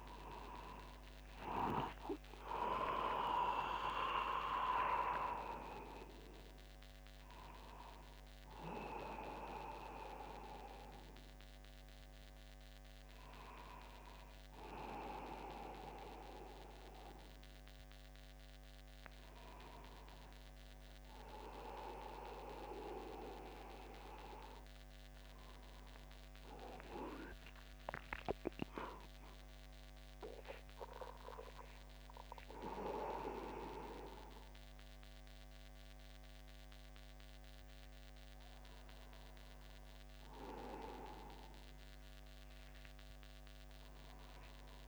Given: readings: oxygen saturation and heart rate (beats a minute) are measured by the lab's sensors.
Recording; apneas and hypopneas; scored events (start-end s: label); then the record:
a person awake in a sleep study, by a microphone on the trachea; none
1.50-3.50 s: long interval between heartbeats (device-marked, heart rate 50 before, 69 extreme)
3.50-5.50 s: long interval between heartbeats (device-marked, heart rate 53 before, 101 extreme)
From the record:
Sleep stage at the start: awake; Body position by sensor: upright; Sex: male